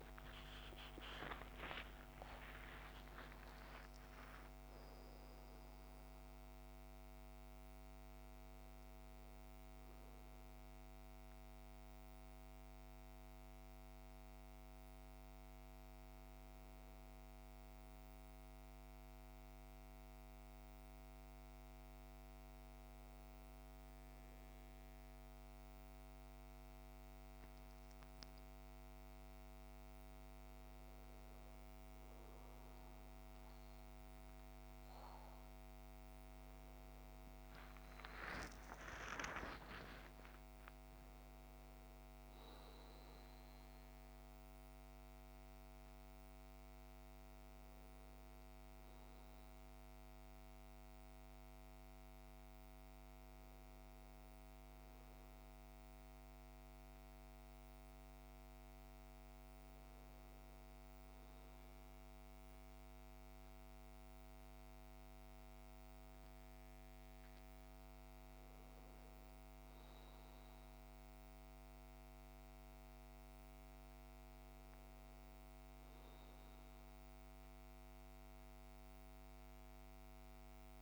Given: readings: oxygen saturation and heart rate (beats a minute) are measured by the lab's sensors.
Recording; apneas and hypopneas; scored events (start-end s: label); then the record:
a person partly awake in a sleep study, hard to hear, by a microphone on the trachea; 1
18.50-78.50 s: new sleep stage, N1 (lightest sleep)
20.00-30.00 s: hypopnea (oxygen 99% before, 95% lowest, heart rate 70 before, 63 extreme, up 8 after)
25.50-47.50 s: oxygen desaturation (device-marked, oxygen 99% before, 95% lowest, heart rate 67 before, 63 extreme)
35.50-39.50 s: arousal
78.50-80.82 s: new sleep stage, awake
From the record:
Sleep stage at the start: awake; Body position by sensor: on the back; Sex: male